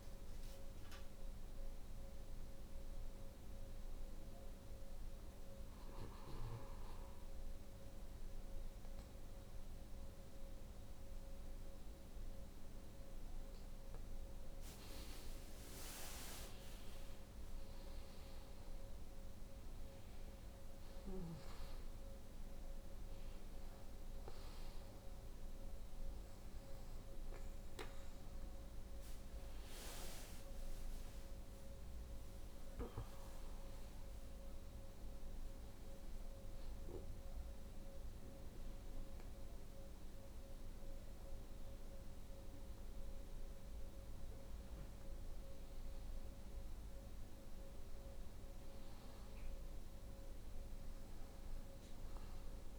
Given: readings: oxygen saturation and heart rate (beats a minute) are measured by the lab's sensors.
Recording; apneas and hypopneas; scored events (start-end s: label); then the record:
breathing in sleep, hard to hear, by a room microphone; none
none scored
From the record:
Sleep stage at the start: N2 (light sleep); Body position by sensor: on the right side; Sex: female